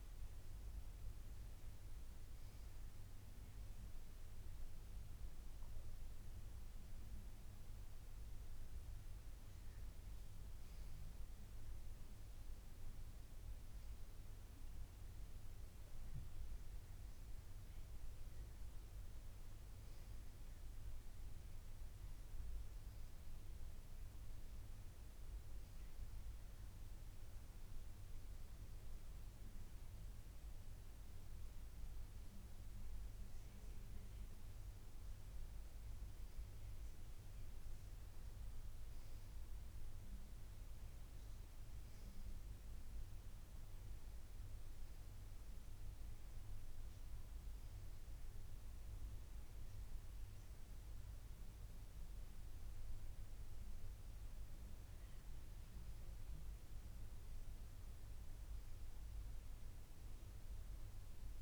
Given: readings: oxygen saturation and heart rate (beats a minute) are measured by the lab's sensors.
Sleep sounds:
breathing in sleep, hard to hear, by a room microphone; none
none scored
From the record:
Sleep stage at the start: N2 (light sleep); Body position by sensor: on the back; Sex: female

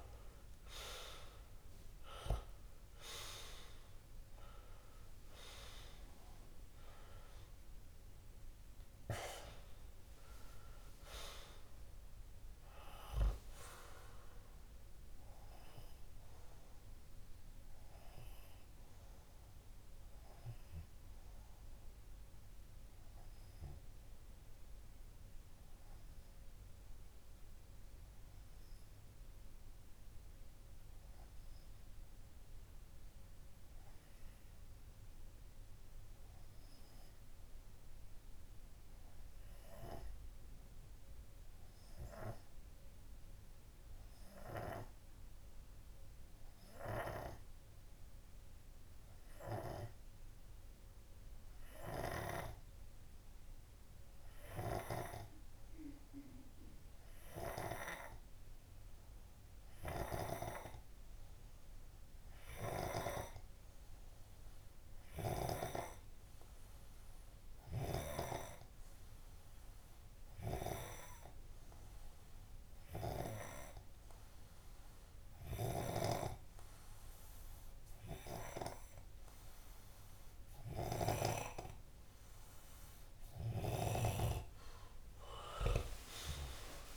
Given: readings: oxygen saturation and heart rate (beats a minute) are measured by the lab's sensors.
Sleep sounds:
breathing in sleep by a room microphone; 1
0.00-13.00 s: oxygen desaturation (device-marked, oxygen 93% lowest)
18.00-82.50 s: obstructive apnea (oxygen 96% before, 93% lowest)
54.00-63.00 s: oxygen desaturation (device-marked, oxygen 99% before, 96% lowest)
81.00-84.50 s: snoring (device-marked)
85.50-86.97 s: arousal
From the record:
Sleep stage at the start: N2 (light sleep); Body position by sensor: on the left side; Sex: male

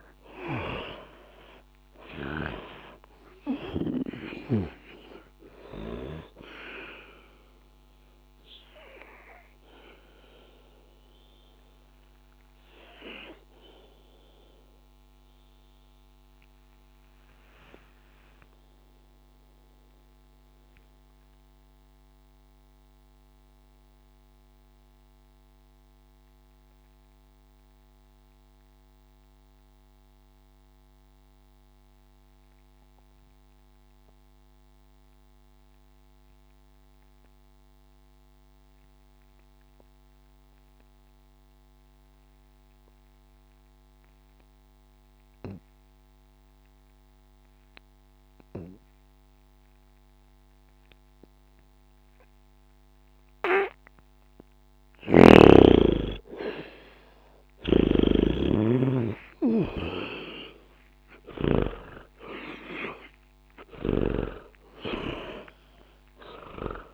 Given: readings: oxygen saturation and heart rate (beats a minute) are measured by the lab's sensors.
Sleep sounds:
breathing in sleep by a microphone on the trachea; 1
0.00-35.50 s: oxygen desaturation (device-marked, oxygen 81% lowest, heart rate 60 extreme)
8.00-57.00 s: obstructive apnea (oxygen 97% before, 76% lowest, heart rate 70 before, 60 extreme, up 0 after)
48.50-66.94 s: oxygen desaturation (device-marked, oxygen 100% before, 76% lowest, heart rate 60 before, 60 extreme)
59.00-63.50 s: arousal
From the record:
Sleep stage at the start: N2 (light sleep); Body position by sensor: on the back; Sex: male

